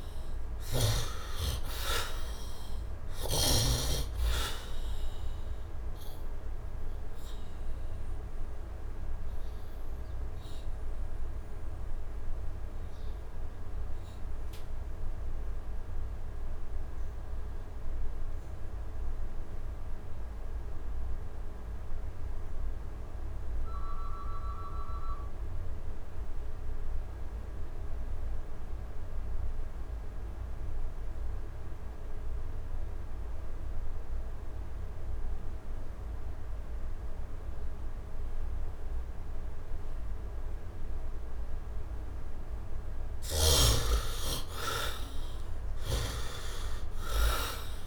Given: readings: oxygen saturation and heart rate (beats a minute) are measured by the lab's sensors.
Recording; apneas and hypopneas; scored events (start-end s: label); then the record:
breathing in sleep by a room microphone; 1
0.00-1.50 s: arousal
0.00-18.50 s: oxygen desaturation (device-marked, oxygen 55% lowest, heart rate 59 extreme)
6.00-40.00 s: obstructive apnea (oxygen 98% before, 48% lowest, heart rate 79 before, 59 extreme, up 7 after)
29.50-47.87 s: oxygen desaturation (device-marked, oxygen 98% before, 48% lowest, heart rate 69 before, 64 extreme)
44.00-47.87 s: arousal
From the record:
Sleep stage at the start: N2 (light sleep); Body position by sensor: on the right side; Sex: male